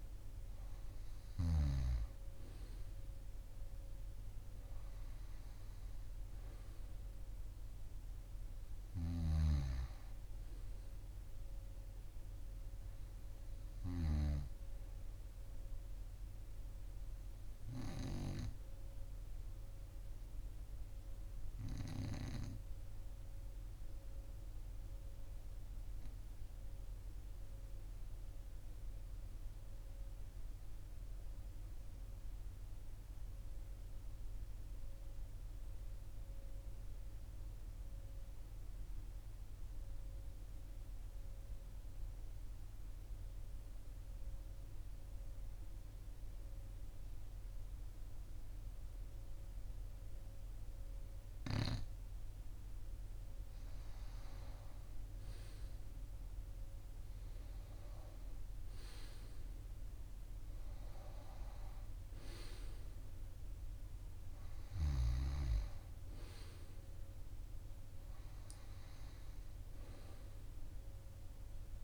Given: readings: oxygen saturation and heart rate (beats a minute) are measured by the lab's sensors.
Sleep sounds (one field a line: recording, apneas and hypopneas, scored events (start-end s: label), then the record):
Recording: breathing in sleep by a room microphone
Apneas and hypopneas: 1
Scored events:
0.00-21.50 s: oxygen desaturation (device-marked, oxygen 93% lowest, heart rate 42 extreme)
25.50-52.00 s: obstructive apnea (oxygen 98% before, 90% lowest, heart rate 42 before, 42 extreme, up 3 after)
50.50-71.84 s: oxygen desaturation (device-marked, oxygen 98% before, 90% lowest, heart rate 42 before, 42 extreme)
53.50-57.00 s: arousal
From the record:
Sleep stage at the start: N2 (light sleep)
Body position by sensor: on the right side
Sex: male